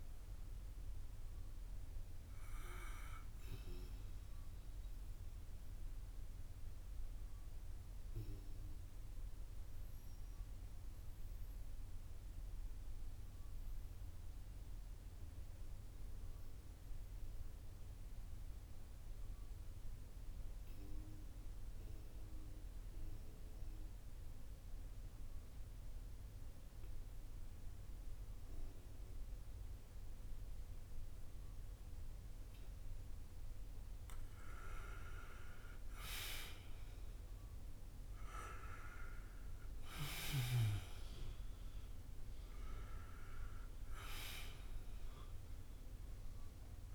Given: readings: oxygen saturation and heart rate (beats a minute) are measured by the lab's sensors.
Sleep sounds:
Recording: breathing in sleep by a room microphone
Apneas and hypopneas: 1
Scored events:
0.00-19.50 s: oxygen desaturation (device-marked, oxygen 89% lowest, heart rate 46 extreme)
4.00-34.50 s: mixed apnea (oxygen 97% before, 89% lowest, heart rate 57 before, 46 extreme, up 7 after)
36.50-42.00 s: arousal
41.50-46.95 s: oxygen desaturation (device-marked, oxygen 96% before, 90% lowest, heart rate 56 before, 48 extreme)
From the record:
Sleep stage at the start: N2 (light sleep)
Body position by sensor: on the back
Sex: male

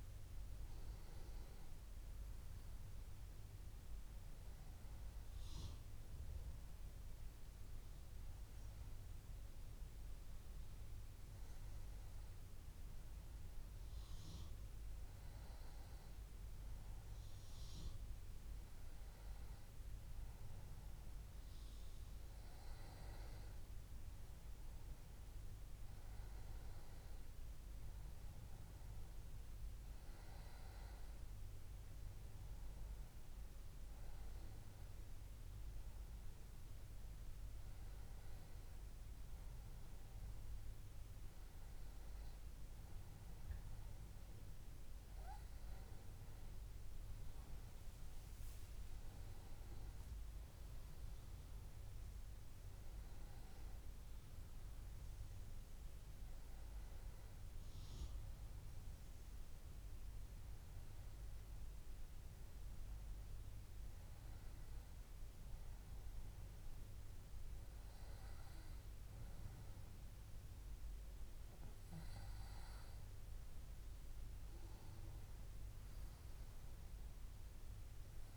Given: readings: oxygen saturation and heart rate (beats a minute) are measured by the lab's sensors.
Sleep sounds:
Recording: breathing in sleep, hard to hear, by a room microphone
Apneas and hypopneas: none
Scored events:
none scored
From the record:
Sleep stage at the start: N1 (lightest sleep)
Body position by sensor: on the back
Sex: male

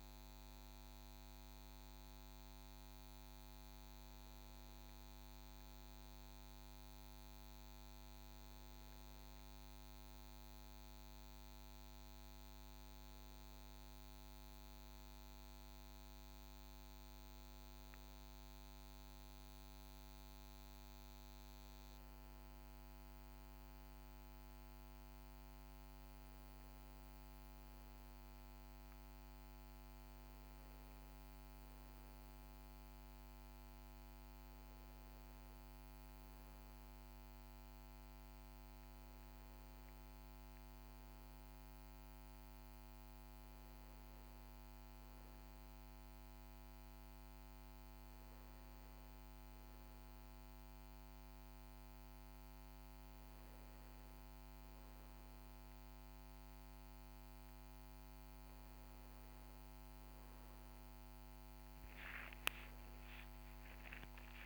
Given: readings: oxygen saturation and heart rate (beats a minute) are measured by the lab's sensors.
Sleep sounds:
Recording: breathing in sleep, hard to hear, by a microphone on the trachea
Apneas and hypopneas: none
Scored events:
61.00-64.46 s: arousal
From the record:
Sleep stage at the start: REM sleep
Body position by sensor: on the back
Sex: male

